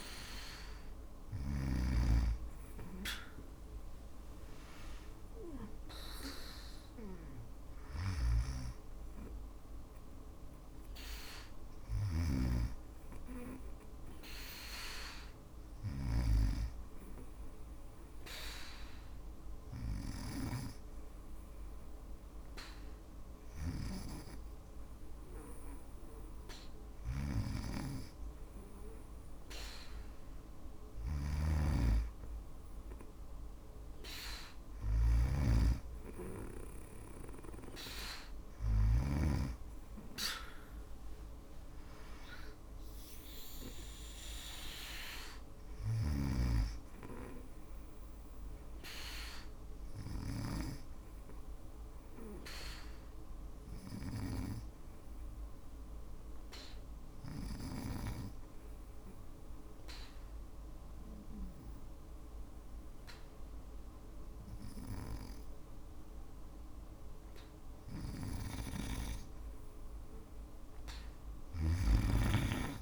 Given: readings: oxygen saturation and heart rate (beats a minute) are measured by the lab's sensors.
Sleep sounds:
breathing in sleep by a room microphone; 2
0.00-1.00 s: snoring (device-marked)
7.00-15.50 s: snoring (device-marked)
15.00-27.50 s: hypopnea (oxygen 97% before, 92% lowest, heart rate 58 before, 56 extreme, up 3 after)
22.50-38.50 s: snoring (device-marked)
32.00-35.50 s: arousal
45.00-49.50 s: snoring (device-marked)
48.50-68.50 s: obstructive apnea (oxygen 96% before, 92% lowest, heart rate 58 before, 55 extreme, up 1 after)
67.00-72.82 s: snoring (device-marked)
70.50-72.82 s: arousal
From the record:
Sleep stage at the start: N2 (light sleep); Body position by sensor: on the back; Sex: female

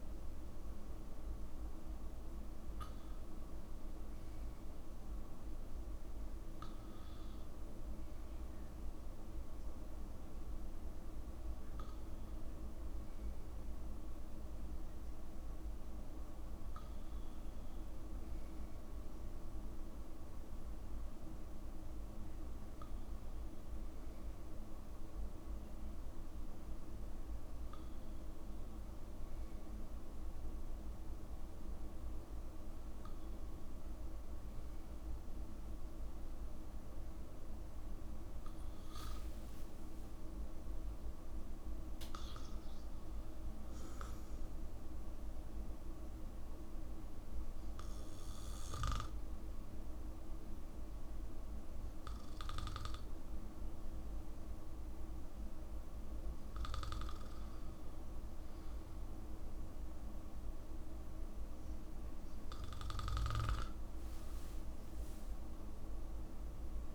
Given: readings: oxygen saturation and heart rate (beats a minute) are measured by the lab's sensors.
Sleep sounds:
breathing in sleep, hard to hear, by a room microphone; none
none scored
From the record:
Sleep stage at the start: N2 (light sleep); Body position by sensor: on the back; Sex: male

